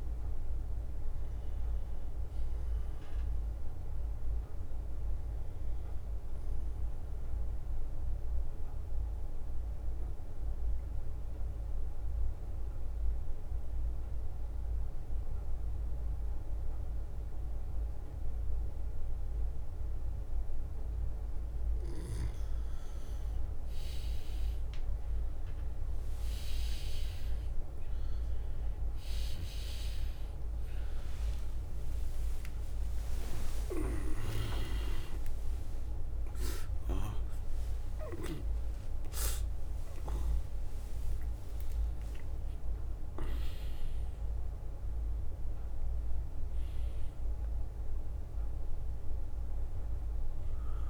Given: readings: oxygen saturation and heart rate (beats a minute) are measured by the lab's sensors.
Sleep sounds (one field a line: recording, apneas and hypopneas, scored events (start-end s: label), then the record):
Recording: breathing in sleep by a room microphone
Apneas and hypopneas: 1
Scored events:
4.50-10.00 s: leg movement (device-marked)
6.50-22.50 s: bradycardia (device-marked, heart rate 58 before, 56 extreme)
7.50-20.00 s: obstructive apnea (oxygen 98% before, 95% lowest, heart rate 63 before, 56 extreme, up 7 after)
15.00-21.50 s: leg movement (device-marked)
24.50-50.90 s: new sleep stage, N1 (lightest sleep)
25.50-28.50 s: leg movement (device-marked)
29.50-49.50 s: oxygen desaturation (device-marked, oxygen 99% before, 95% lowest, heart rate 58 before, 56 extreme)
30.00-35.50 s: arousal
30.50-36.50 s: tachycardia (device-marked, heart rate 58 before, 105 extreme)
31.50-33.50 s: long interval between heartbeats (device-marked, heart rate 59 before, 76 extreme)
33.50-35.50 s: long interval between heartbeats (device-marked, heart rate 61 before, 105 extreme)
33.50-48.50 s: drop in pulse transit time (device-marked, heart rate 61 before, 69 extreme)
37.00-39.00 s: long interval between heartbeats (device-marked, heart rate 68 before, 112 extreme)
37.50-43.00 s: leg movement (device-marked)
45.50-46.50 s: leg movement (device-marked)
49.00-50.90 s: leg movement (device-marked)
From the record:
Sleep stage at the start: N2 (light sleep)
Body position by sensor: on the back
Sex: male